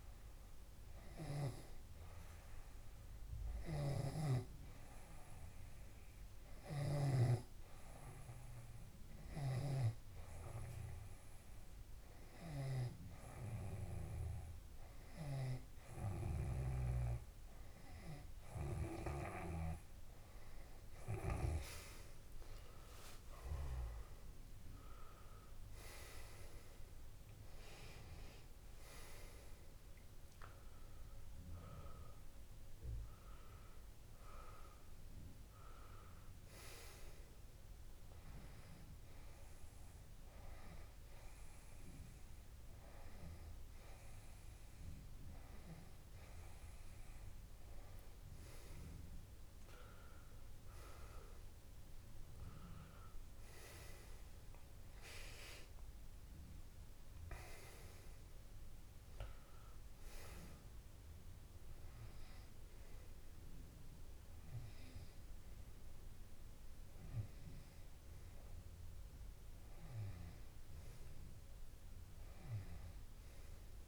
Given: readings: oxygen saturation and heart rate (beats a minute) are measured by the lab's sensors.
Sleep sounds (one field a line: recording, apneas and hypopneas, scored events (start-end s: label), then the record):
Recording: breathing in sleep by a room microphone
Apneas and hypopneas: none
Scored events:
0.00-8.00 s: snoring (device-marked)
0.00-10.50 s: tachycardia (device-marked)
3.50-5.50 s: long interval between heartbeats (device-marked, heart rate 71 before, 125 extreme)
6.50-8.50 s: long interval between heartbeats (device-marked, heart rate 80 before, 140 extreme)
9.50-11.50 s: long interval between heartbeats (device-marked, heart rate 91 before, 139 extreme)
10.00-13.50 s: snoring (device-marked)
14.00-16.00 s: long interval between heartbeats (device-marked, heart rate 100 before, 58 extreme)
19.50-21.50 s: long interval between heartbeats (device-marked)
23.50-27.50 s: arousal
27.50-29.50 s: long interval between heartbeats (device-marked, heart rate 65 before, 29 extreme)
30.00-32.00 s: long interval between heartbeats (device-marked, heart rate 53 before, 42 extreme)
36.50-46.50 s: tachycardia (device-marked)
38.00-40.00 s: long interval between heartbeats (device-marked, heart rate 35 before, 61 extreme)
40.00-42.00 s: long interval between heartbeats (device-marked, heart rate 38 before, 113 extreme)
50.50-52.50 s: long interval between heartbeats (device-marked, heart rate 101 before, 98 extreme)
53.00-55.00 s: long interval between heartbeats (device-marked, heart rate 107 before, 98 extreme)
54.00-57.00 s: arousal
55.50-58.50 s: tachycardia (device-marked, heart rate 30 before, 102 extreme)
56.50-58.50 s: long interval between heartbeats (device-marked, heart rate 118 before, 92 extreme)
58.50-60.50 s: long interval between heartbeats (device-marked, heart rate 122 before, 104 extreme)
61.50-63.50 s: long interval between heartbeats (device-marked, heart rate 122 before, 86 extreme)
69.50-71.50 s: long interval between heartbeats (device-marked, heart rate 90 before, 30 extreme)
From the record:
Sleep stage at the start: N2 (light sleep)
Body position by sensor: on the left side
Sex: male